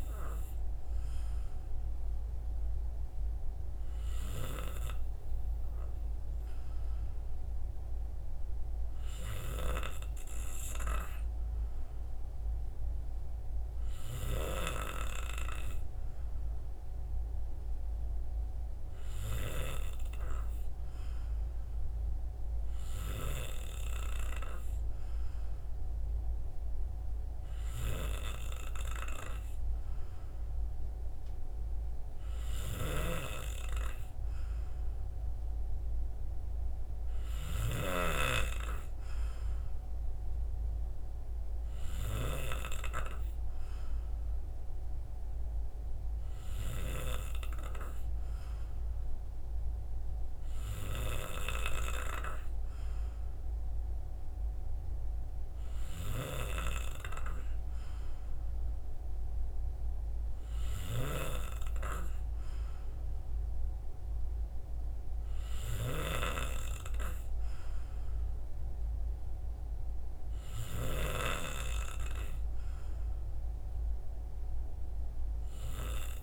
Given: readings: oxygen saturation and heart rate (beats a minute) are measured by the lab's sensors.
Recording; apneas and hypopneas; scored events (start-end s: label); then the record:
breathing in sleep by a room microphone; 1
13.50-17.00 s: arousal
19.50-32.00 s: hypopnea (oxygen 95% before, 91% lowest, heart rate 62 before, 61 extreme, up 2 after)
35.00-38.50 s: arousal
From the record:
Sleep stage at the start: N2 (light sleep); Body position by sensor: on the right side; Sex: male